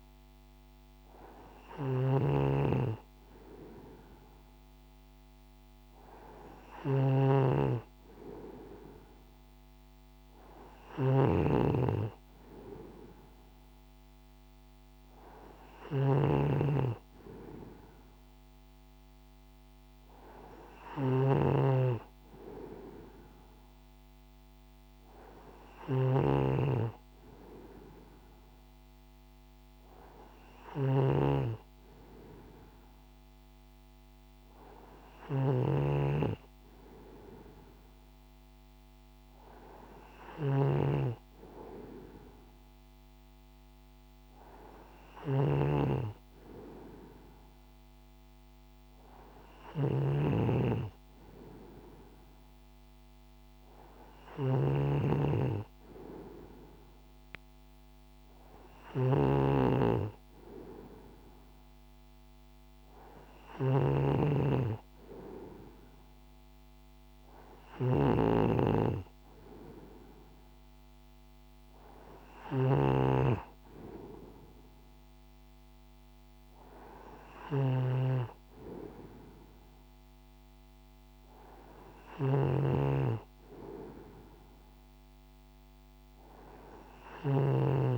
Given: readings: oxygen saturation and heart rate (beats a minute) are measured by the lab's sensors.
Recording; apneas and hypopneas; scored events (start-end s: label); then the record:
breathing in sleep by a microphone on the trachea; none
0.00-87.98 s: snoring (device-marked)
From the record:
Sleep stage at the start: N2 (light sleep); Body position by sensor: on the right side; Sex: male